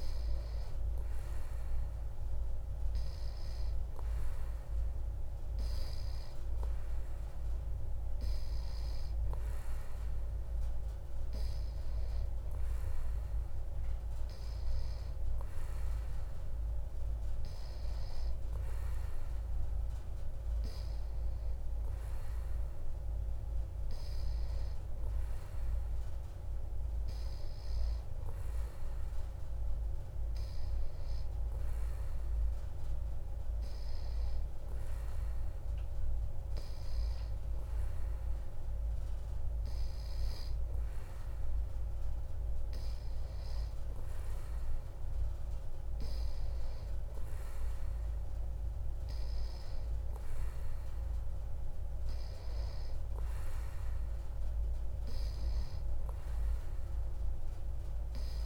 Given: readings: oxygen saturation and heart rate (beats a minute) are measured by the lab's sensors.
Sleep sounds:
breathing in sleep, hard to hear, by a room microphone; none
none scored
From the record:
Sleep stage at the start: N3 (deep sleep); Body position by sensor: on the back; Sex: male

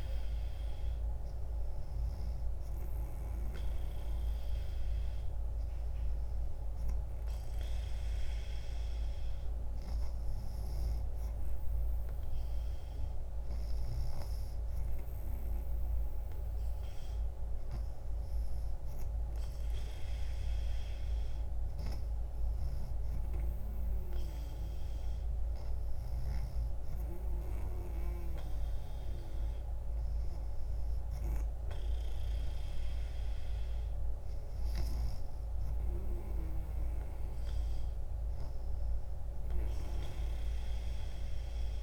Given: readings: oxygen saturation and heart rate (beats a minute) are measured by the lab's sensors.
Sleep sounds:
breathing in sleep, hard to hear, by a room microphone; none
none scored
From the record:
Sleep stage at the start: N3 (deep sleep); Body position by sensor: on the back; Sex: female

